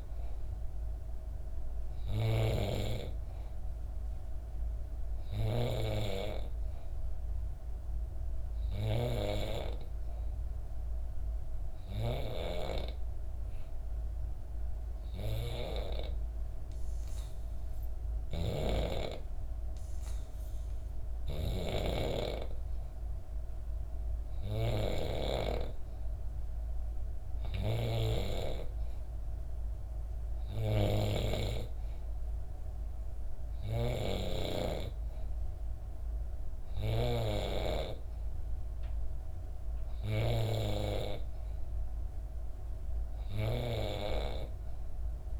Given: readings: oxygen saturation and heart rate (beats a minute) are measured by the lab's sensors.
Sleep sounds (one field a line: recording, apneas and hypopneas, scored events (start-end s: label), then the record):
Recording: breathing in sleep by a room microphone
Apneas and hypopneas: 1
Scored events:
0.00-4.00 s: oxygen desaturation (device-marked, oxygen 91% lowest, heart rate 63 extreme)
5.50-8.00 s: arousal
10.50-23.00 s: hypopnea (oxygen 94% before, 92% lowest, heart rate 64 before, 64 extreme, up 1 after)
27.50-31.00 s: arousal
From the record:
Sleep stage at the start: N2 (light sleep)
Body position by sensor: on the back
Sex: female